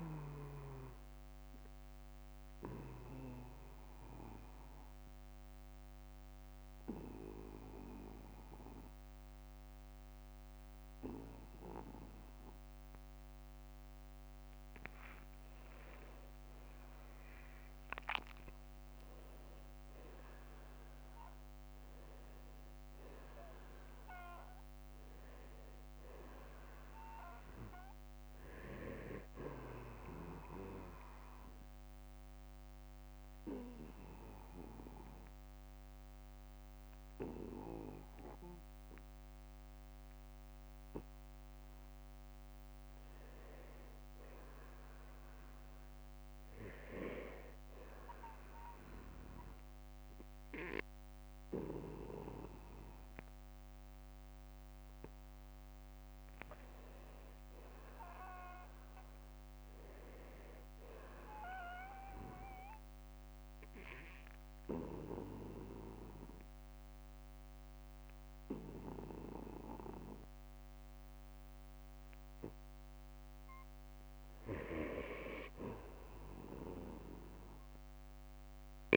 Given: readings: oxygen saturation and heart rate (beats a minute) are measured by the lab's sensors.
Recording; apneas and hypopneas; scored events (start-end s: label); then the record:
breathing in sleep by a microphone on the trachea; 3
0.50-15.00 s: obstructive apnea (oxygen 97% before, 86% lowest, heart rate 55 before, 47 extreme, up 3 after)
0.50-17.50 s: oxygen desaturation (device-marked, oxygen 94% before, 86% lowest, heart rate 55 before, 47 extreme)
16.00-21.00 s: arousal
29.50-41.50 s: obstructive apnea (oxygen 96% before, 89% lowest, heart rate 57 before, 47 extreme, up 19 after)
35.50-52.50 s: oxygen desaturation (device-marked, oxygen 95% before, 89% lowest, heart rate 57 before, 50 extreme)
53.00-55.00 s: long interval between heartbeats (device-marked, heart rate 58 before, 61 extreme)
55.50-60.00 s: arousal
61.50-75.50 s: oxygen desaturation (device-marked, oxygen 95% before, 90% lowest, heart rate 59 before, 48 extreme)
63.00-73.00 s: obstructive apnea (oxygen 95% before, 89% lowest, heart rate 60 before, 48 extreme, up 10 after)
From the record:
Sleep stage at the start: N2 (light sleep); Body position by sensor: on the back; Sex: male